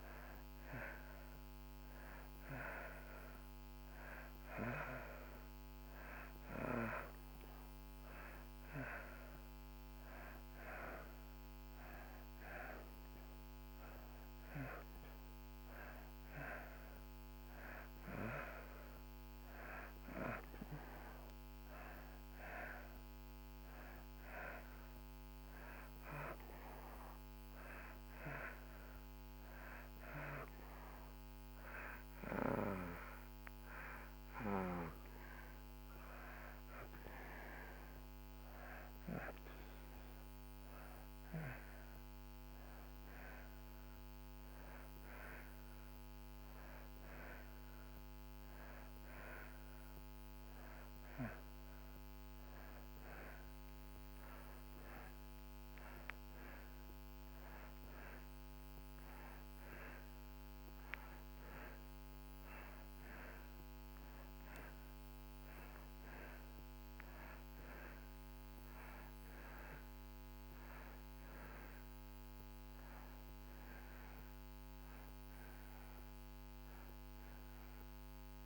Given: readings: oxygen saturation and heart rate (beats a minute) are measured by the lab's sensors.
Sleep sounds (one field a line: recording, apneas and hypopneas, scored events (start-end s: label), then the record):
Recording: breathing in sleep by a microphone on the trachea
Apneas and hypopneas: none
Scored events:
58.50-63.50 s: arousal
From the record:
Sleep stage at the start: N2 (light sleep)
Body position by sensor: on the back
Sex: male